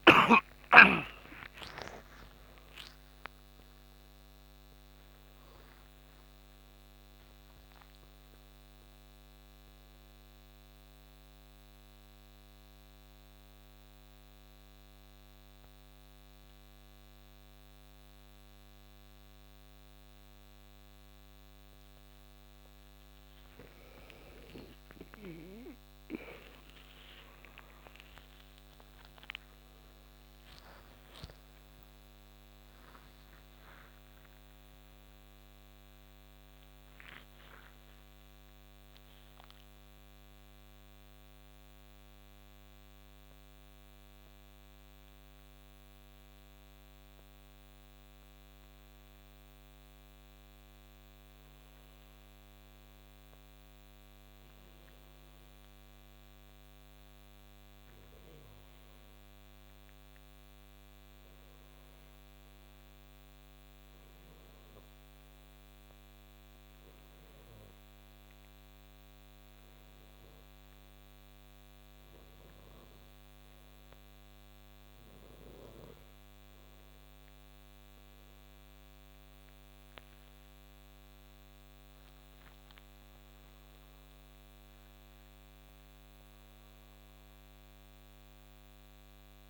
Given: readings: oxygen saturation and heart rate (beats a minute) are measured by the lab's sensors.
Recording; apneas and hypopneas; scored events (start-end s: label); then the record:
breathing in sleep by a microphone on the trachea; 2
0.00-2.00 s: arousal
0.00-22.50 s: oxygen desaturation (device-marked, oxygen 83% lowest, heart rate 62 extreme)
7.50-67.50 s: new sleep stage, N1 (lightest sleep)
10.50-22.50 s: hypopnea (oxygen 96% before, 83% lowest, heart rate 82 before, 65 extreme, up 15 after)
24.50-30.50 s: arousal
39.50-59.00 s: hypopnea (oxygen 100% before, 90% lowest, heart rate 74 before, 58 extreme, up 8 after)
57.50-77.50 s: oxygen desaturation (device-marked, oxygen 98% before, 92% lowest, heart rate 69 before, 60 extreme)
60.50-64.00 s: arousal
67.50-89.50 s: new sleep stage, N2 (light sleep)
79.50-89.50 s: oxygen desaturation (device-marked, oxygen 93% before, 90% lowest, heart rate 66 before, 60 extreme)
81.00-86.50 s: arousal
From the record:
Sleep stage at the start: N2 (light sleep); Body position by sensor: on the back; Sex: male